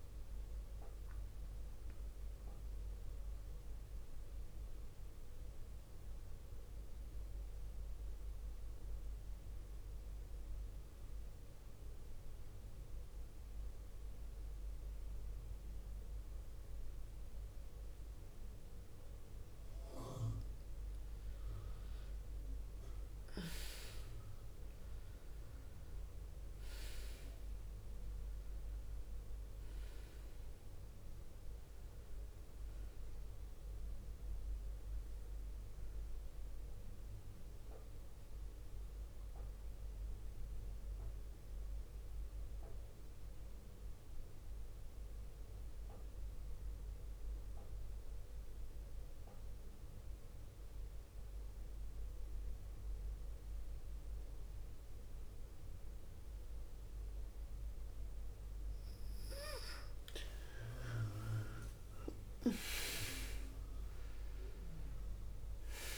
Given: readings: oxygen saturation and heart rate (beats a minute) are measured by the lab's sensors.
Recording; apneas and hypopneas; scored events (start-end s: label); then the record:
a person partly awake in a sleep study, by a room microphone; 2
2.00-65.98 s: new sleep stage, N2 (light sleep)
3.50-20.00 s: central apnea (oxygen 98% before, 88% lowest, heart rate 56 before, 48 extreme, up 8 after)
22.50-25.50 s: arousal
27.00-45.00 s: oxygen desaturation (device-marked, oxygen 98% before, 91% lowest, heart rate 52 before, 53 extreme)
39.50-59.50 s: obstructive apnea (oxygen 98% before, 87% lowest, heart rate 54 before, 50 extreme, up 6 after)
59.00-65.98 s: oxygen desaturation (device-marked, oxygen 98% before, 87% lowest, heart rate 54 before, 46 extreme)
60.50-64.00 s: arousal
From the record:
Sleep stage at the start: awake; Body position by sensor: on the back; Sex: female